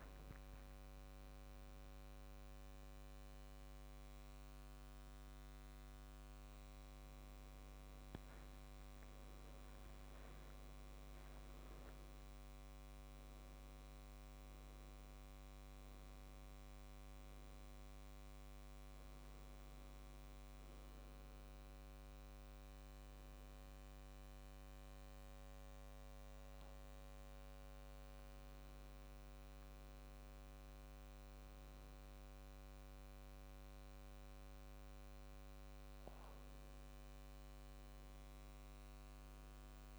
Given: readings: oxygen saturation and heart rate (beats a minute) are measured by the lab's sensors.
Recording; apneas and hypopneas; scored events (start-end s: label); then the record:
breathing in sleep, hard to hear, by a microphone on the trachea; none
30.00-39.99 s: new sleep stage, awake
From the record:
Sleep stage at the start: N1 (lightest sleep); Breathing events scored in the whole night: 228 in 4.7 hours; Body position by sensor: on the back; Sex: male